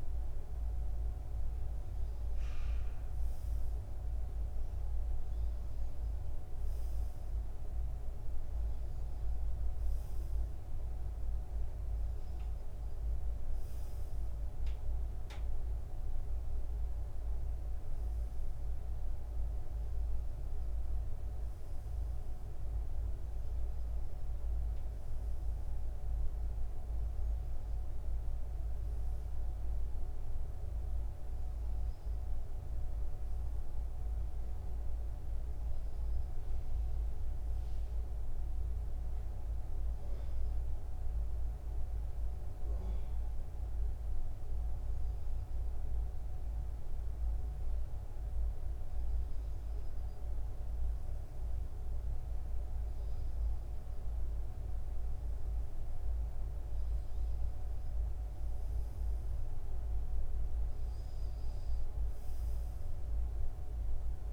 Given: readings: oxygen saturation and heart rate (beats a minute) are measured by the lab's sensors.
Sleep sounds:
breathing in sleep, hard to hear, by a room microphone; none
none scored
From the record:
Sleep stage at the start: N2 (light sleep); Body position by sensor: on the front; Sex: male

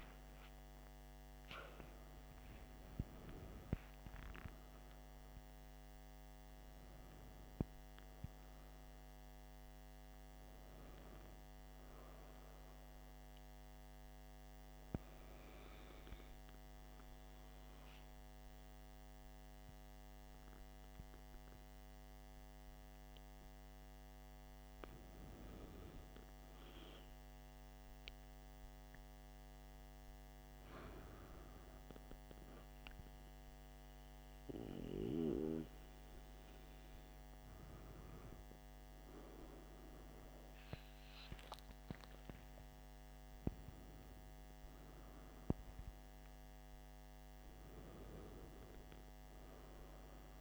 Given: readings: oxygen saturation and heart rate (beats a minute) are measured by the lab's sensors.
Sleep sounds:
a person partly awake in a sleep study, by a microphone on the trachea; none
14.50-50.41 s: new sleep stage, N2 (light sleep)
40.50-45.00 s: arousal
From the record:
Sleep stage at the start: awake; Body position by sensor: on the back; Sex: male

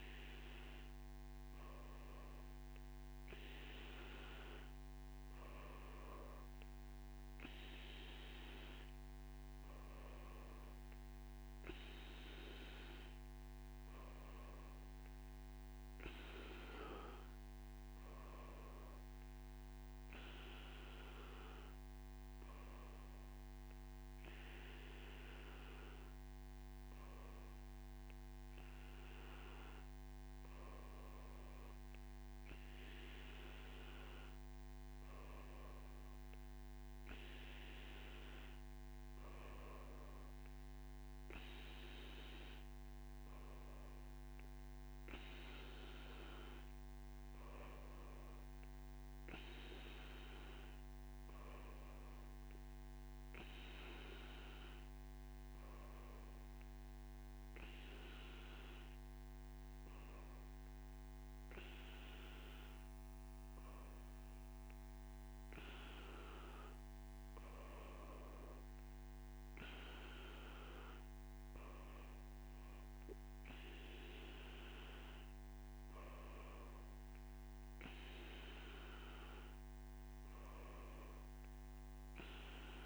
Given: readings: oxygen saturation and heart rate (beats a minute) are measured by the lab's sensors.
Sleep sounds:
breathing in sleep, hard to hear, by a microphone on the trachea; none
none scored
From the record:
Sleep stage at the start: N2 (light sleep); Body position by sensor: on the back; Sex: male

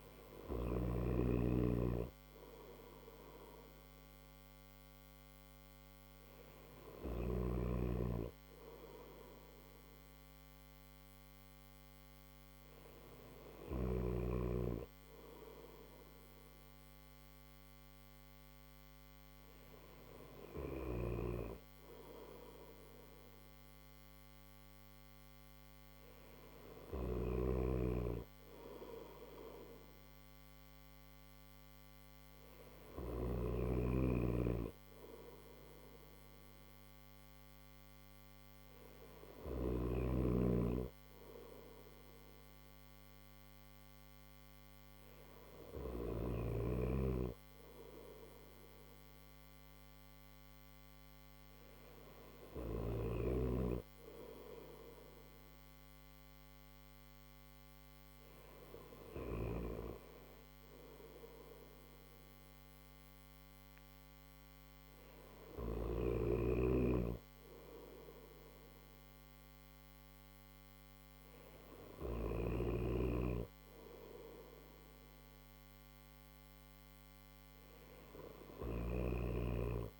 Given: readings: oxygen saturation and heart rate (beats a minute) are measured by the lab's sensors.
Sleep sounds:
breathing in sleep by a microphone on the trachea; none
20.00-32.50 s: snoring (device-marked)
40.50-80.00 s: new sleep stage, N3 (deep sleep)
65.00-71.50 s: snoring (device-marked)
From the record:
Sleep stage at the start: N1 (lightest sleep); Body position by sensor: on the right side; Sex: male

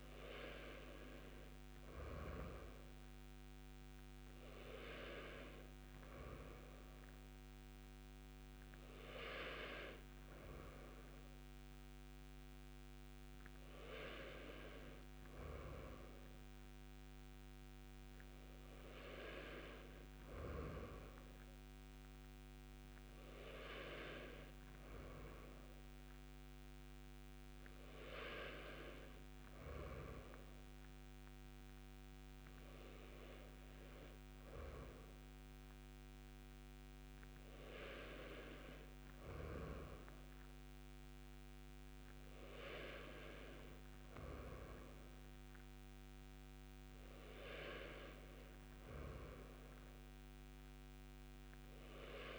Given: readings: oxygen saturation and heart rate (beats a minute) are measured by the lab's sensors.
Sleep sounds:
breathing in sleep by a microphone on the trachea; none
none scored
From the record:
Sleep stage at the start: N2 (light sleep); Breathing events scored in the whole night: 91 in 7.6 hours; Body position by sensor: on the right side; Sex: male

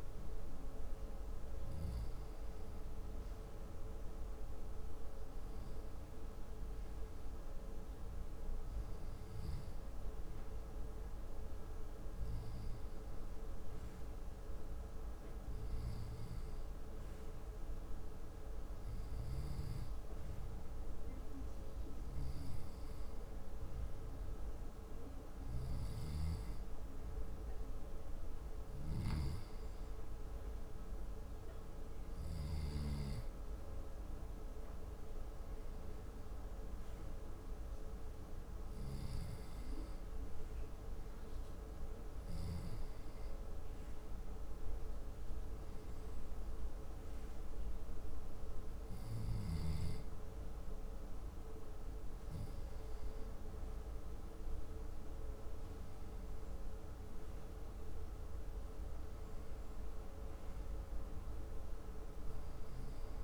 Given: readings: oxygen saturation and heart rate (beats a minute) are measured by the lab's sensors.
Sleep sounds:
breathing in sleep, hard to hear, by a room microphone; none
none scored
From the record:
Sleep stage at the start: N2 (light sleep); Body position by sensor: on the left side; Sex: male

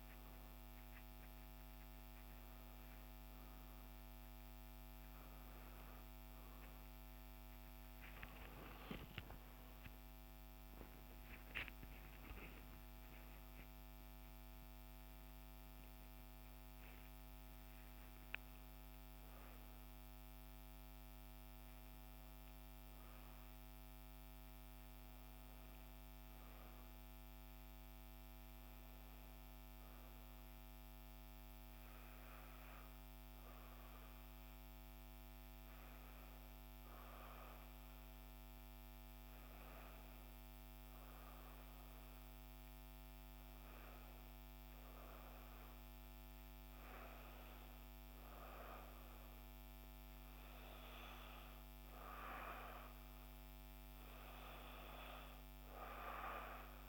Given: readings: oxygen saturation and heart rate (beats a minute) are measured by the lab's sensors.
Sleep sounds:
a person awake in a sleep study, by a microphone on the trachea; none
30.00-56.88 s: new sleep stage, N1 (lightest sleep)
From the record:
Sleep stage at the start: awake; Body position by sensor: on the back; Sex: female

